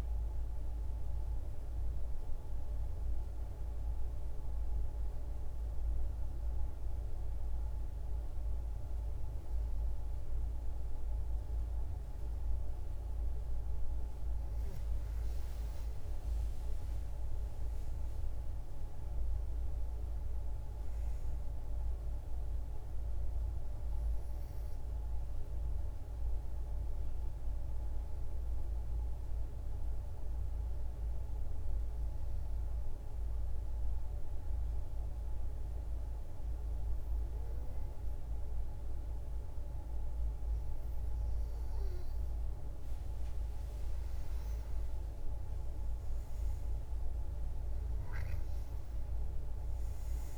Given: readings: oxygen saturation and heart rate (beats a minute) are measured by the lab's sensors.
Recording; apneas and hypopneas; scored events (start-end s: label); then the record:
breathing in sleep, hard to hear, by a room microphone; 2
0.00-8.50 s: oxygen desaturation (device-marked, oxygen 90% lowest, heart rate 53 extreme)
0.50-13.50 s: hypopnea (oxygen 96% before, 90% lowest, heart rate 85 before, 53 extreme, up 21 after)
15.50-20.50 s: arousal
23.50-46.50 s: oxygen desaturation (device-marked, oxygen 97% before, 92% lowest, heart rate 58 before, 53 extreme)
30.00-41.00 s: obstructive apnea (oxygen 97% before, 91% lowest, heart rate 61 before, 54 extreme, up 10 after)
46.00-50.00 s: arousal
From the record:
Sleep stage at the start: N2 (light sleep); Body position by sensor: on the back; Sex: female